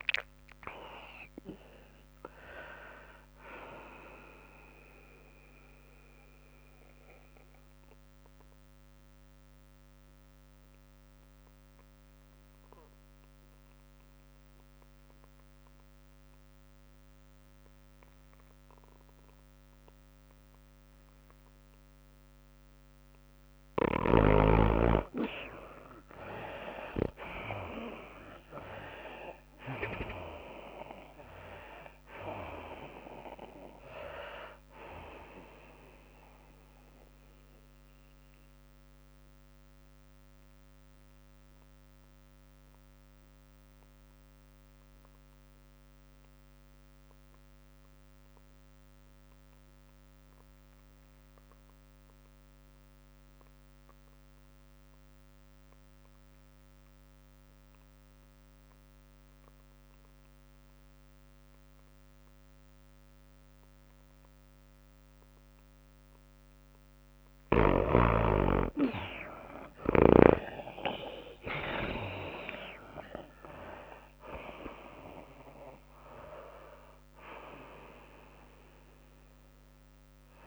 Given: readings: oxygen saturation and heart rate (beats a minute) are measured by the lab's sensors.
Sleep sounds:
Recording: breathing in sleep by a microphone on the trachea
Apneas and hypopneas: 2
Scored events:
0.00-3.50 s: arousal
0.00-12.00 s: drop in pulse transit time (device-marked, heart rate 102 extreme)
0.00-14.00 s: oxygen desaturation (device-marked, oxygen 61% lowest, heart rate 61 extreme)
0.00-16.00 s: tachycardia (device-marked, heart rate 116 extreme)
6.50-24.00 s: obstructive apnea (oxygen 79% before, 61% lowest, heart rate 90 before, 93 extreme, up 16 after)
16.00-45.00 s: oxygen desaturation (device-marked, oxygen 97% before, 70% lowest, heart rate 111 before, 87 extreme)
18.50-20.50 s: long interval between heartbeats (device-marked, heart rate 111 before, 95 extreme)
23.00-47.00 s: tachycardia (device-marked, heart rate 103 before, 112 extreme)
28.00-32.00 s: arousal
30.00-44.00 s: drop in pulse transit time (device-marked, heart rate 102 before, 106 extreme)
37.00-67.00 s: mixed apnea (oxygen 97% before, 65% lowest, heart rate 103 before, 87 extreme, up 18 after)
49.00-53.00 s: tachycardia (device-marked, heart rate 103 before, 103 extreme)
54.00-80.47 s: oxygen desaturation (device-marked, oxygen 98% before, 67% lowest, heart rate 107 before, 87 extreme)
56.50-58.50 s: long interval between heartbeats (device-marked, heart rate 106 before, 100 extreme)
68.00-71.50 s: arousal
71.00-80.47 s: tachycardia (device-marked, heart rate 104 before, 112 extreme)
74.00-80.47 s: drop in pulse transit time (device-marked, heart rate 93 before, 105 extreme)
From the record:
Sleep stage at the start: N2 (light sleep)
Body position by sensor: on the right side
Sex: female

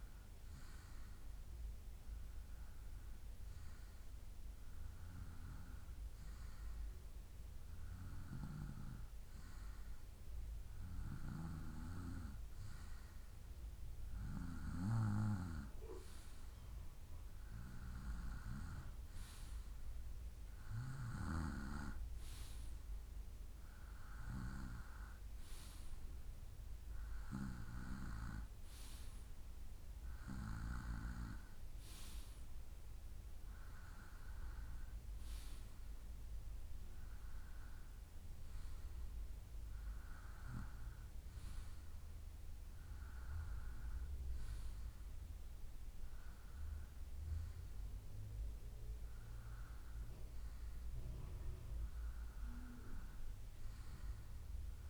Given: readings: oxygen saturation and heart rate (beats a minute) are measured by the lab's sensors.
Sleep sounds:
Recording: breathing in sleep by a room microphone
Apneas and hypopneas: none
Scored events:
none scored
From the record:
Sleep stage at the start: N2 (light sleep)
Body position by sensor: on the right side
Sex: male

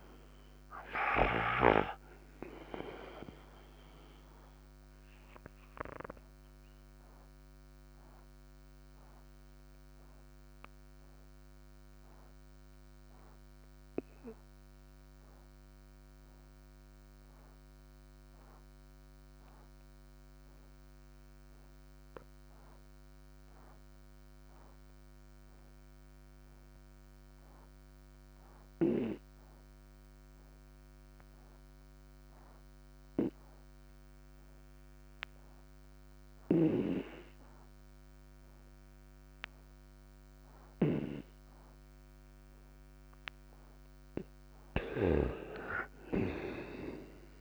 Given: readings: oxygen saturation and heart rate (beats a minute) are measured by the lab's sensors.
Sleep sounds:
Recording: breathing in sleep by a microphone on the trachea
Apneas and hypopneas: 1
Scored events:
0.00-22.00 s: oxygen desaturation (device-marked, oxygen 84% lowest, heart rate 57 extreme)
2.00-43.00 s: obstructive apnea (oxygen 98% before, 82% lowest, heart rate 73 before, 57 extreme, up 5 after)
36.00-47.41 s: snoring (device-marked)
37.00-47.41 s: oxygen desaturation (device-marked, oxygen 98% before, 82% lowest, heart rate 59 before, 57 extreme)
45.50-47.41 s: arousal
From the record:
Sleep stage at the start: N2 (light sleep)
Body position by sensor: on the right side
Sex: male

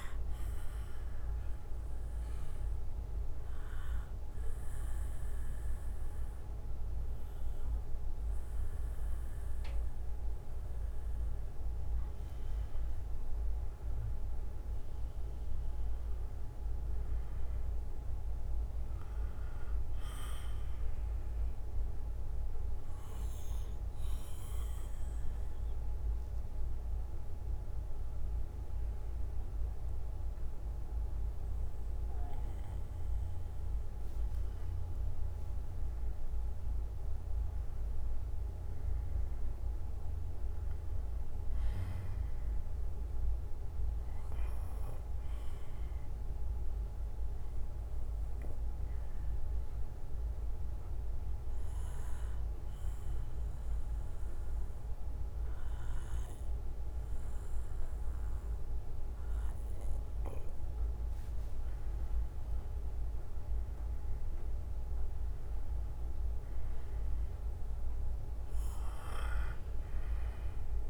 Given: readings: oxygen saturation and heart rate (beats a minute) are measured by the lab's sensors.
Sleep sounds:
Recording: breathing in sleep, hard to hear, by a room microphone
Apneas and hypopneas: 3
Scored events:
0.00-11.00 s: bradycardia (device-marked, heart rate 56 extreme)
0.50-11.50 s: obstructive apnea (oxygen 95% before, 95% lowest, heart rate 61 before, 51 extreme, up 12 after)
14.50-17.00 s: arousal
19.00-22.00 s: bradycardia (device-marked, heart rate 60 before, 63 extreme)
22.00-35.00 s: obstructive apnea (oxygen 98% before, 93% lowest, heart rate 60 before, 52 extreme, up 19 after)
23.00-35.00 s: bradycardia (device-marked, heart rate 60 before, 51 extreme)
37.00-40.50 s: arousal
41.00-43.00 s: bradycardia (device-marked, heart rate 60 before, 62 extreme)
44.00-58.00 s: bradycardia (device-marked, heart rate 60 before, 52 extreme)
48.00-61.00 s: obstructive apnea (oxygen 97% before, 93% lowest, heart rate 59 before, 52 extreme, up 12 after)
63.00-66.50 s: arousal
From the record:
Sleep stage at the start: N2 (light sleep)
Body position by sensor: on the back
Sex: male

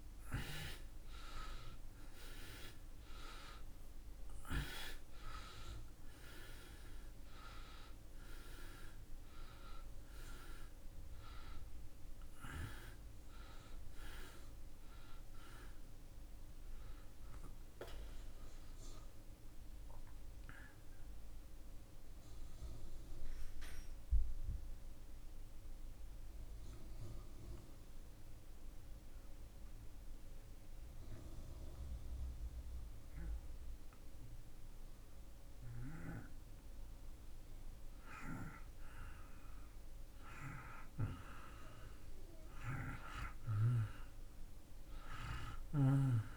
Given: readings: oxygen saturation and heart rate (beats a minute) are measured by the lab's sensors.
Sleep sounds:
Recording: breathing in sleep by a room microphone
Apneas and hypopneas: 1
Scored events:
0.00-35.50 s: oxygen desaturation (device-marked, oxygen 66% lowest)
19.00-36.00 s: mixed apnea (oxygen 78% before, 66% lowest)
38.50-43.50 s: arousal
From the record:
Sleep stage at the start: REM sleep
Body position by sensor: on the back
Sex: male

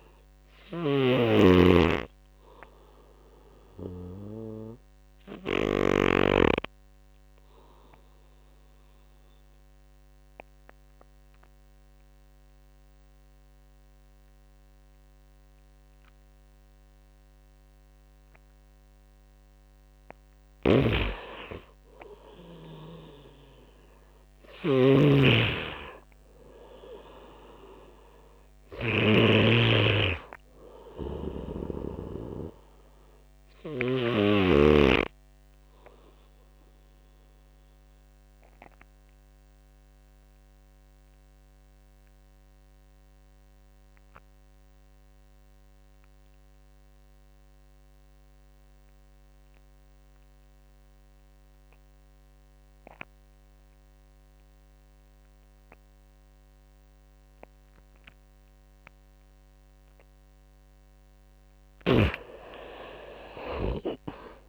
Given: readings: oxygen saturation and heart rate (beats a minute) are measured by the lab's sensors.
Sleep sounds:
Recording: breathing in sleep by a microphone on the trachea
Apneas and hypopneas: 2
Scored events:
0.00-5.50 s: snoring (device-marked)
4.00-18.50 s: obstructive apnea (oxygen 98% before, 86% lowest)
19.50-28.50 s: snoring (device-marked)
21.00-23.50 s: arousal
35.50-60.00 s: obstructive apnea (oxygen 98% before, 86% lowest)
53.00-64.49 s: oxygen desaturation (device-marked, oxygen 97% before, 86% lowest)
62.00-64.49 s: arousal
From the record:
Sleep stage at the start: N2 (light sleep)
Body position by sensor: on the right side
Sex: male

